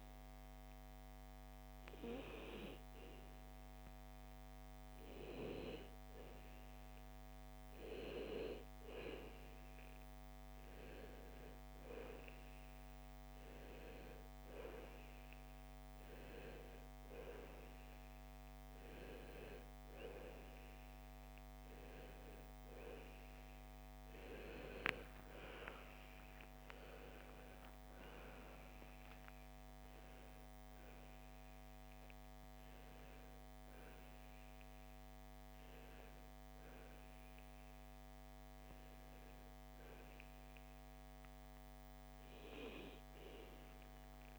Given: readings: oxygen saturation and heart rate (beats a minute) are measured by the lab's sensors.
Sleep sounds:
breathing in sleep by a microphone on the trachea; none
8.00-30.00 s: oxygen desaturation (device-marked, oxygen 98% before, 95% lowest, heart rate 59 before, 56 extreme)
34.00-44.39 s: new sleep stage, awake
From the record:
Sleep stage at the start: N1 (lightest sleep); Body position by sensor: on the right side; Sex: female

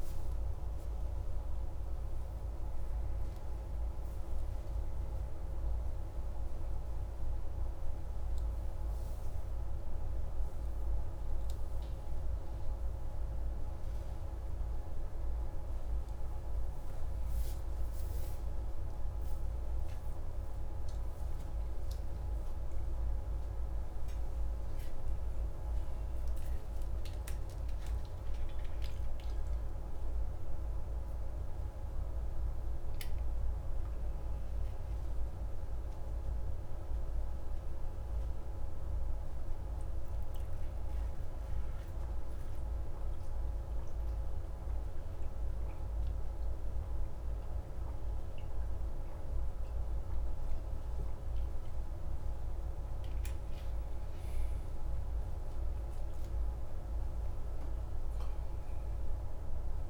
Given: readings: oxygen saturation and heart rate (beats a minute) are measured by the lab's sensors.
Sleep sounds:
a person awake in a sleep study, hard to hear, by a room microphone; none
none scored
From the record:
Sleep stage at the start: awake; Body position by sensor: upright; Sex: male

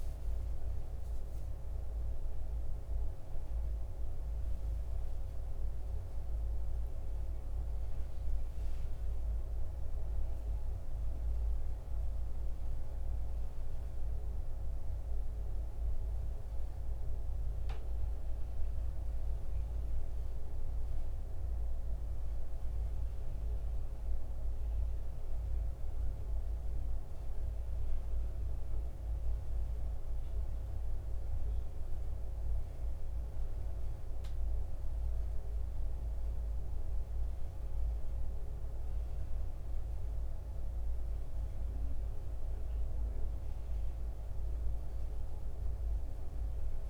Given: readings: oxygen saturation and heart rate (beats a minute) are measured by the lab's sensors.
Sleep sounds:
a person partly awake in a sleep study, hard to hear, by a room microphone; none
12.00-46.90 s: new sleep stage, N1 (lightest sleep)
From the record:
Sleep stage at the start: awake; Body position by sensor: on the back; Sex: male

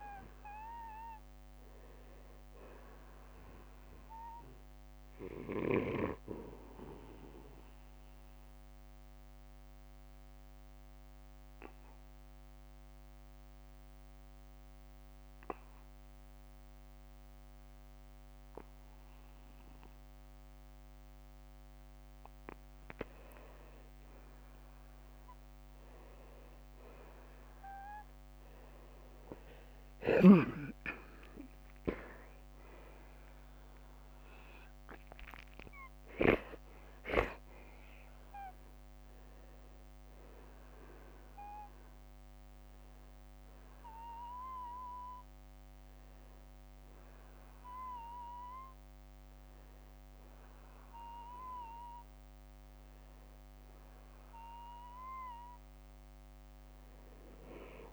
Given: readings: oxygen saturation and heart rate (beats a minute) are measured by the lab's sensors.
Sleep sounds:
breathing in sleep by a microphone on the trachea; 1
7.00-22.00 s: obstructive apnea (oxygen 95% before, 85% lowest, heart rate 61 before, 49 extreme, up 23 after)
7.50-21.50 s: oxygen desaturation (device-marked, oxygen 92% before, 85% lowest, heart rate 62 before, 49 extreme)
21.50-51.50 s: new sleep stage, N1 (lightest sleep)
26.00-32.00 s: arousal
50.50-57.93 s: oxygen desaturation (device-marked, oxygen 94% before, 89% lowest, heart rate 67 before, 43 extreme)
51.50-57.93 s: new sleep stage, awake
From the record:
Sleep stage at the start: N2 (light sleep); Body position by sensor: on the back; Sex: male

